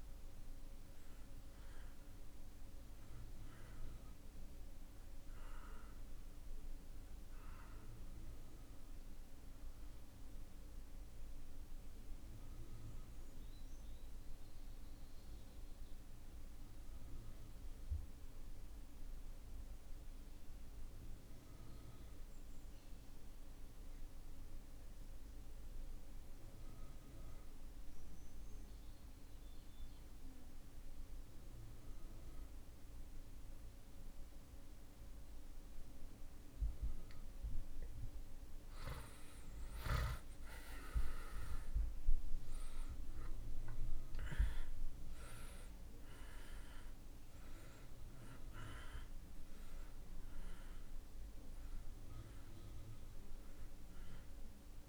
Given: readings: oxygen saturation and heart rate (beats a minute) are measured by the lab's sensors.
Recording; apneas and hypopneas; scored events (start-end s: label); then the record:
breathing in sleep by a room microphone; 1
0.00-27.00 s: oxygen desaturation (device-marked, oxygen 79% lowest)
9.50-37.50 s: obstructive apnea (oxygen 96% before, 75% lowest)
39.00-44.00 s: arousal
39.00-54.89 s: oxygen desaturation (device-marked, oxygen 97% before, 75% lowest)
From the record:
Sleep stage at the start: N2 (light sleep); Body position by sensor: on the back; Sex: male